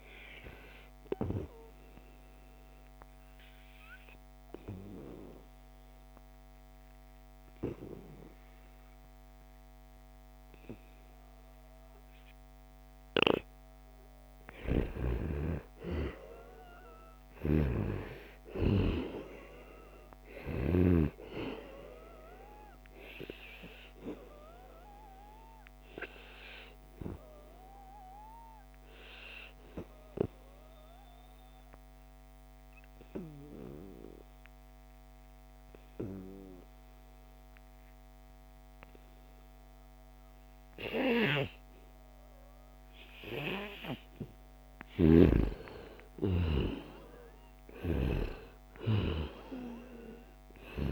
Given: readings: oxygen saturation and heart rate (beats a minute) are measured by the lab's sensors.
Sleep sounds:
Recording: breathing in sleep by a microphone on the trachea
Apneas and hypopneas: 2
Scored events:
2.00-14.00 s: obstructive apnea (oxygen 96% before, 92% lowest, heart rate 79 before, 72 extreme, up 3 after)
15.50-19.50 s: arousal
17.00-20.50 s: snoring (device-marked)
20.50-33.50 s: oxygen desaturation (device-marked, oxygen 96% before, 92% lowest, heart rate 74 before, 73 extreme)
23.00-44.00 s: obstructive apnea (oxygen 97% before, 88% lowest, heart rate 73 before, 73 extreme, up 5 after)
40.50-50.92 s: new sleep stage, N1 (lightest sleep)
44.50-50.92 s: snoring (device-marked)
45.50-50.92 s: arousal
From the record:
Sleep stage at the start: N2 (light sleep)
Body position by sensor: on the right side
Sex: male

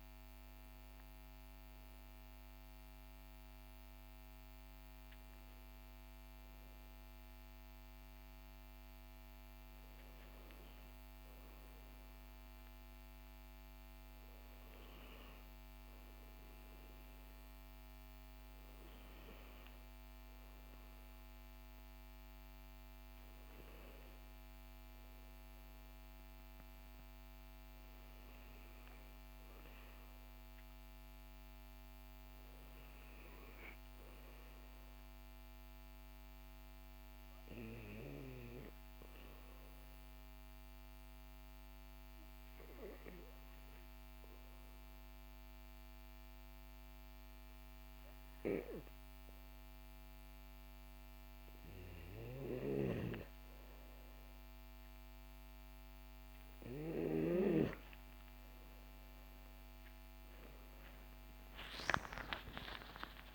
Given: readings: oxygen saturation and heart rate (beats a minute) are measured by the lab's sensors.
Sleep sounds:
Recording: breathing in sleep by a microphone on the trachea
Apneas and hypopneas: 1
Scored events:
8.00-63.35 s: new sleep stage, N2 (light sleep)
38.50-53.00 s: hypopnea (oxygen 99% before, 96% lowest, heart rate 59 before, 56 extreme, up 11 after)
60.00-63.35 s: arousal
From the record:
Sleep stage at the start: N1 (lightest sleep)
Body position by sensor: on the back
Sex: male

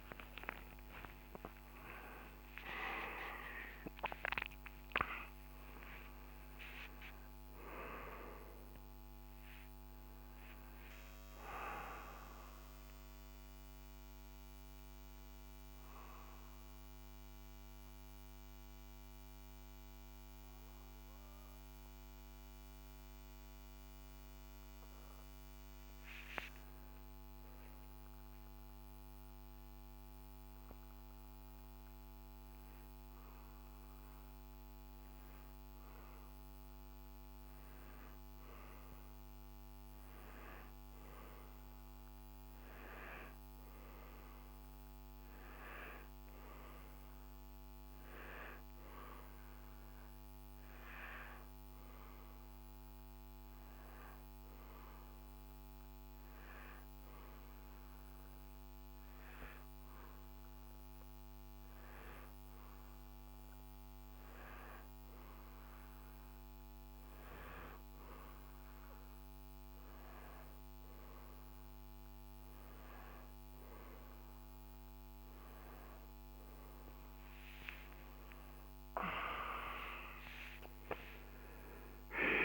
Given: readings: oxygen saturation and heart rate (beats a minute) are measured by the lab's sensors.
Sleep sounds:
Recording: breathing in sleep by a microphone on the trachea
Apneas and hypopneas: 2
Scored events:
0.00-2.00 s: arousal
27.00-38.00 s: hypopnea (oxygen 97% before, 92% lowest, heart rate 67 before, 53 extreme, up 7 after)
32.50-55.50 s: oxygen desaturation (device-marked, oxygen 97% before, 92% lowest, heart rate 60 before, 57 extreme)
41.00-44.50 s: arousal
55.00-67.50 s: hypopnea (oxygen 97% before, 92% lowest, heart rate 60 before, 58 extreme, up 6 after)
70.00-73.00 s: arousal
From the record:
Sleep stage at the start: N2 (light sleep)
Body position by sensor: on the right side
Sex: male

